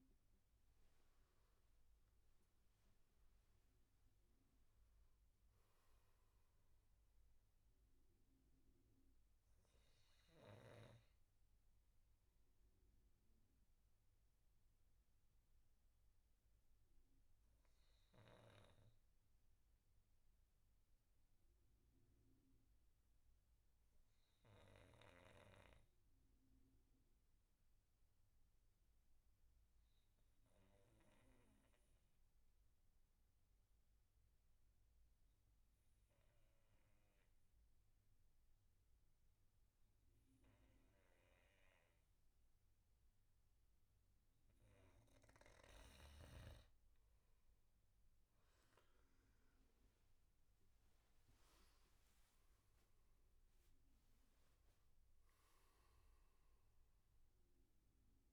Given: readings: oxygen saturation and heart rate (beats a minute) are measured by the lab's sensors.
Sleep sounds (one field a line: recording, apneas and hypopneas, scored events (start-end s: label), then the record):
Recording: breathing in sleep by a room microphone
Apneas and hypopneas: 1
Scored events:
0.00-1.50 s: arousal
0.00-10.50 s: oxygen desaturation (device-marked, oxygen 92% lowest, heart rate 58 extreme)
7.00-44.00 s: obstructive apnea (oxygen 99% before, 91% lowest, heart rate 74 before, 59 extreme, up 16 after)
7.50-10.50 s: bradycardia (device-marked, heart rate 71 before, 63 extreme)
42.50-58.32 s: oxygen desaturation (device-marked, oxygen 99% before, 91% lowest, heart rate 68 before, 62 extreme)
46.00-50.50 s: arousal
From the record:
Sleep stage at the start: N2 (light sleep)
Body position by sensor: on the back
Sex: male